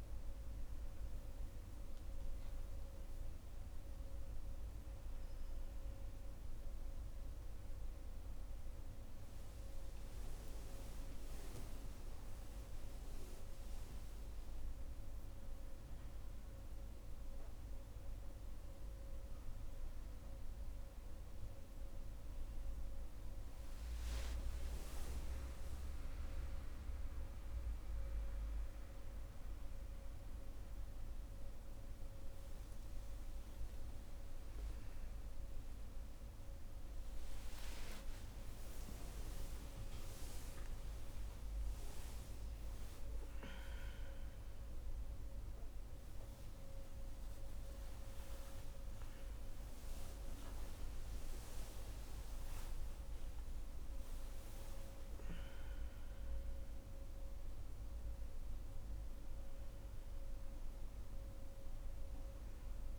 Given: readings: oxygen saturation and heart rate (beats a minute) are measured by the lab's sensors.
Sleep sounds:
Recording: a person partly awake in a sleep study, hard to hear, by a room microphone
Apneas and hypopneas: none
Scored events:
1.00-14.00 s: oxygen desaturation (device-marked, oxygen 91% before, 88% lowest, heart rate 70 before, 70 extreme)
8.00-38.00 s: new sleep stage, awake
38.00-62.98 s: new sleep stage, N1 (lightest sleep)
From the record:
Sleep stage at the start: N2 (light sleep)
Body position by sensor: on the right side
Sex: female

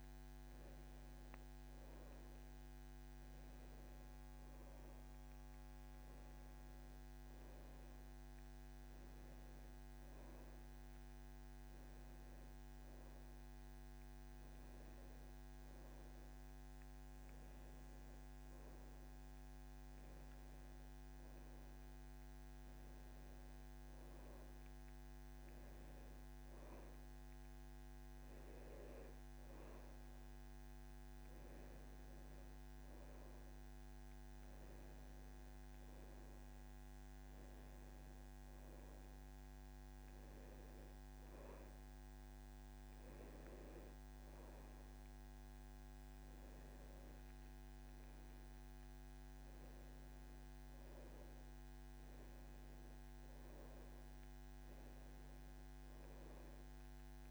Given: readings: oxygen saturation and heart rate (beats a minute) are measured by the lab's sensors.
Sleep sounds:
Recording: breathing in sleep, hard to hear, by a microphone on the trachea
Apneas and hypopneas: none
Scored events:
none scored
From the record:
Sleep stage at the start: N2 (light sleep)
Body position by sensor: on the back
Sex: male

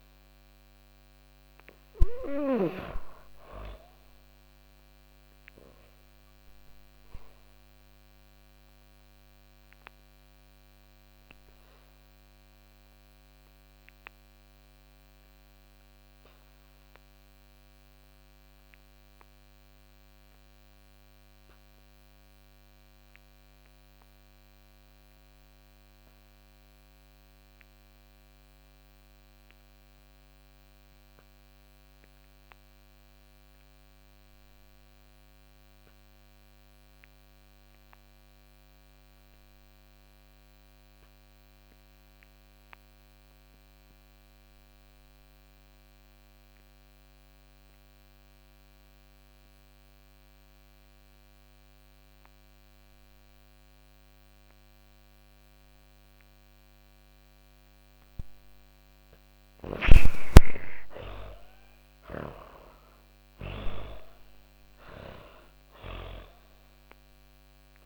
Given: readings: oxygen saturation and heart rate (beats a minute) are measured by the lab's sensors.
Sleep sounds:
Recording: breathing in sleep by a microphone on the trachea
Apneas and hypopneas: 1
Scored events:
0.00-1.00 s: arousal
0.00-25.00 s: oxygen desaturation (device-marked, oxygen 74% lowest, heart rate 76 extreme)
5.00-57.50 s: obstructive apnea (oxygen 100% before, 59% lowest, heart rate 102 before, 99 extreme, up 23 after)
34.00-67.86 s: oxygen desaturation (device-marked, oxygen 97% before, 59% lowest, heart rate 115 before, 93 extreme)
59.50-64.00 s: arousal
From the record:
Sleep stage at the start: N2 (light sleep)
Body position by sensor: on the back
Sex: female

